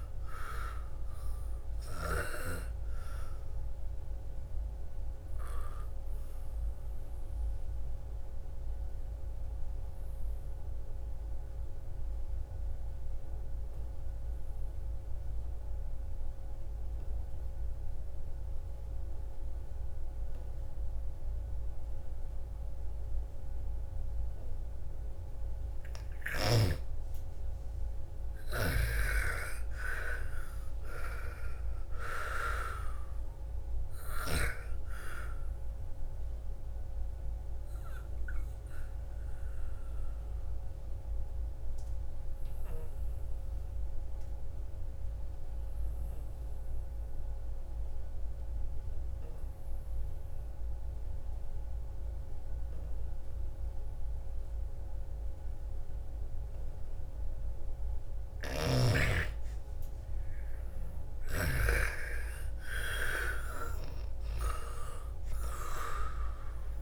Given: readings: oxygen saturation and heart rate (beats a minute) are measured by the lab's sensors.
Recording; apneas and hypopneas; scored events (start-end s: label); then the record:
breathing in sleep by a room microphone; 2
0.00-11.50 s: oxygen desaturation (device-marked, oxygen 84% lowest, heart rate 56 extreme)
4.00-23.50 s: obstructive apnea (oxygen 99% before, 82% lowest, heart rate 62 before, 56 extreme, up 7 after)
23.50-49.50 s: oxygen desaturation (device-marked, oxygen 99% before, 82% lowest, heart rate 60 before, 54 extreme)
25.50-30.00 s: arousal
36.50-57.50 s: obstructive apnea (oxygen 99% before, 82% lowest, heart rate 62 before, 54 extreme, up 10 after)
56.50-66.82 s: oxygen desaturation (device-marked, oxygen 99% before, 83% lowest, heart rate 61 before, 54 extreme)
58.00-61.50 s: snoring (device-marked)
59.50-64.00 s: arousal
From the record:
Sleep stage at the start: N2 (light sleep); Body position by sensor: on the back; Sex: female